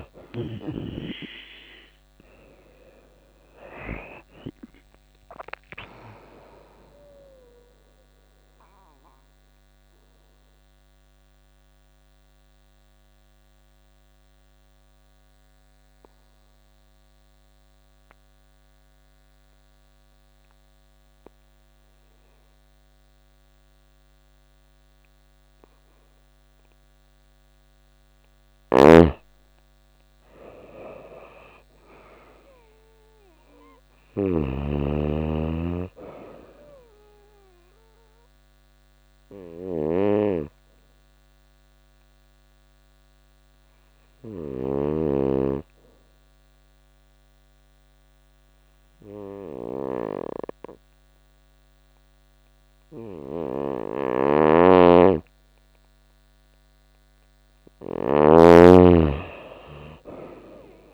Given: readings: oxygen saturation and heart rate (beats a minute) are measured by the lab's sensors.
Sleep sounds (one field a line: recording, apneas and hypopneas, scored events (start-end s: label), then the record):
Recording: breathing in sleep by a microphone on the trachea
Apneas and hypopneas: 2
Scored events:
0.00-4.00 s: arousal
6.50-28.00 s: mixed apnea (oxygen 96% before, 86% lowest, heart rate 84 before, 79 extreme, up 6 after)
7.00-24.00 s: oxygen desaturation (device-marked, oxygen 96% before, 89% lowest, heart rate 84 before, 79 extreme)
28.00-44.00 s: snoring (device-marked)
29.50-33.00 s: arousal
35.00-55.00 s: oxygen desaturation (device-marked, oxygen 99% before, 86% lowest, heart rate 83 before, 82 extreme)
38.50-56.50 s: obstructive apnea (oxygen 99% before, 86% lowest, heart rate 83 before, 81 extreme, up 4 after)
52.50-58.00 s: snoring (device-marked)
58.50-60.94 s: arousal
From the record:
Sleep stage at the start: N2 (light sleep)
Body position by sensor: on the right side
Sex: female